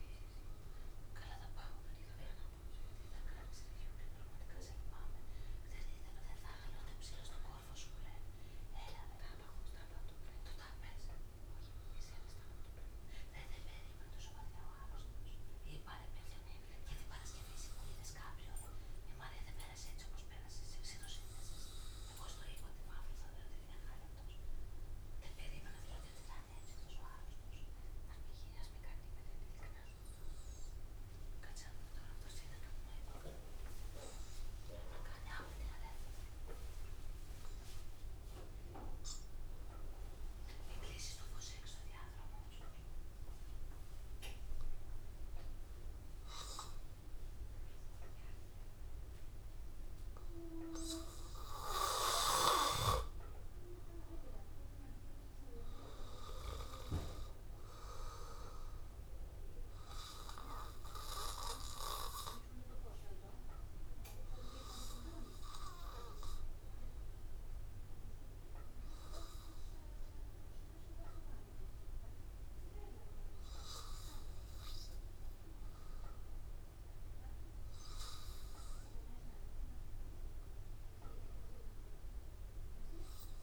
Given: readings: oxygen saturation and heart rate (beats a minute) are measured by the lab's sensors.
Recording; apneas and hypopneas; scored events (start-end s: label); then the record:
breathing in sleep by a room microphone; 1
0.00-2.50 s: oxygen desaturation (device-marked, oxygen 92% lowest, heart rate 79 extreme)
28.00-31.50 s: arousal
36.00-66.00 s: obstructive apnea (oxygen 98% before, 91% lowest, heart rate 81 before, 78 extreme, up 1 after)
36.50-72.50 s: oxygen desaturation (device-marked, oxygen 97% before, 92% lowest, heart rate 81 before, 78 extreme)
70.00-73.50 s: arousal
From the record:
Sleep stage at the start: N2 (light sleep); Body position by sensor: on the back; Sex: male